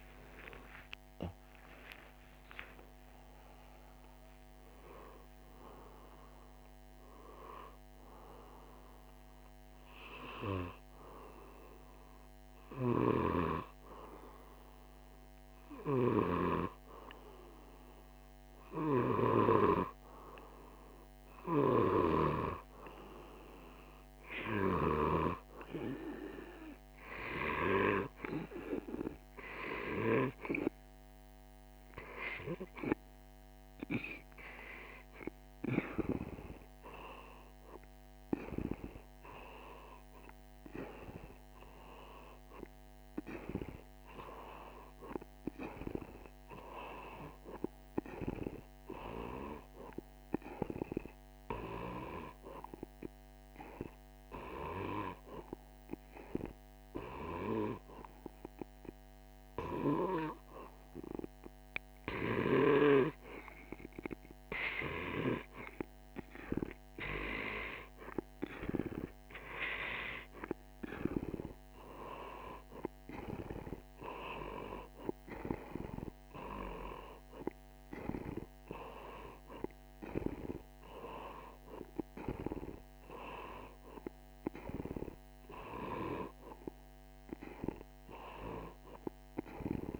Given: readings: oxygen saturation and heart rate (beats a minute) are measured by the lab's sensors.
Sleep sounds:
breathing in sleep by a microphone on the trachea; 1
0.00-10.00 s: oxygen desaturation (device-marked, oxygen 80% lowest, heart rate 52 extreme)
28.00-90.00 s: new sleep stage, N2 (light sleep)
46.50-50.00 s: arousal
54.00-66.50 s: hypopnea (oxygen 100% before, 96% lowest, heart rate 52 before, 52 extreme, up 1 after)
68.50-72.00 s: arousal
From the record:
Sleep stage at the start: N1 (lightest sleep); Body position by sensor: on the right side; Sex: male

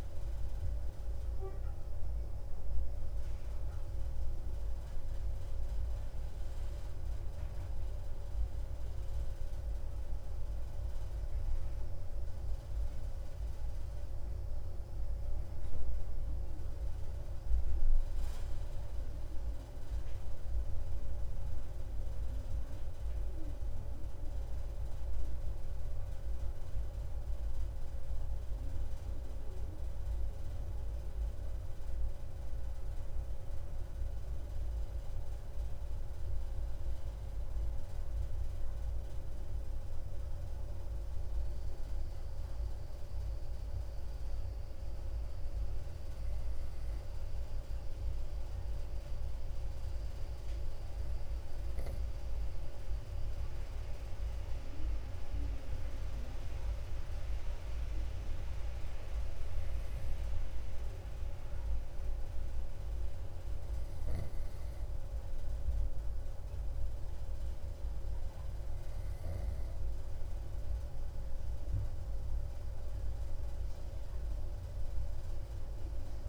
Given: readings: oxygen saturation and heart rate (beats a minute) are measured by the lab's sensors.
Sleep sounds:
breathing in sleep, hard to hear, by a room microphone; none
none scored
From the record:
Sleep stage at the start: N2 (light sleep); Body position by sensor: on the right side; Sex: male

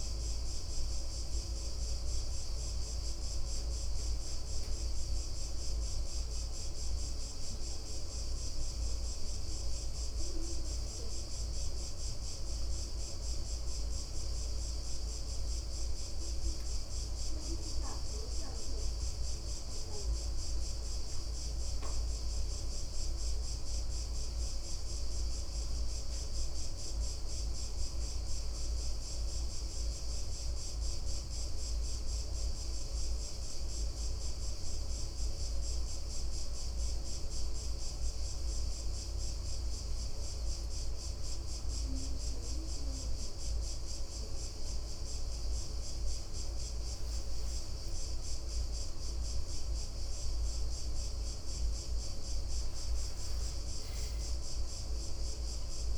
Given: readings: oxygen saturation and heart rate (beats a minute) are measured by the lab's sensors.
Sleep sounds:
a person awake in a sleep study, hard to hear, by a room microphone; none
none scored
From the record:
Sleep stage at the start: awake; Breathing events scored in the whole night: 207 in 6.1 hours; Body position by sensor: on the back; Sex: male

